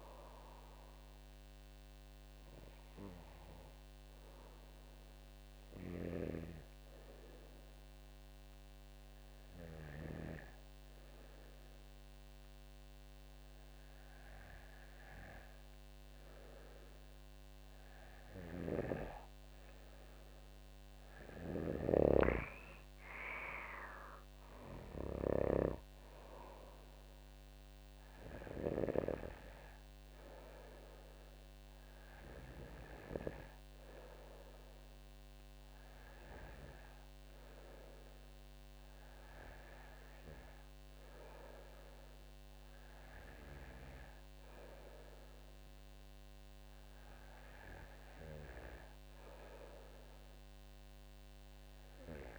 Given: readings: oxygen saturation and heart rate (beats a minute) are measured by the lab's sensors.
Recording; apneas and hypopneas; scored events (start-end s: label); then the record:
breathing in sleep by a microphone on the trachea; 1
1.00-18.00 s: hypopnea (oxygen 97% before, 91% lowest, heart rate 58 before, 49 extreme, up 8 after)
19.50-23.50 s: arousal
22.00-40.00 s: oxygen desaturation (device-marked, oxygen 98% before, 95% lowest, heart rate 51 before, 51 extreme)
From the record:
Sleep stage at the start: N2 (light sleep); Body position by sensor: on the back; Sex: female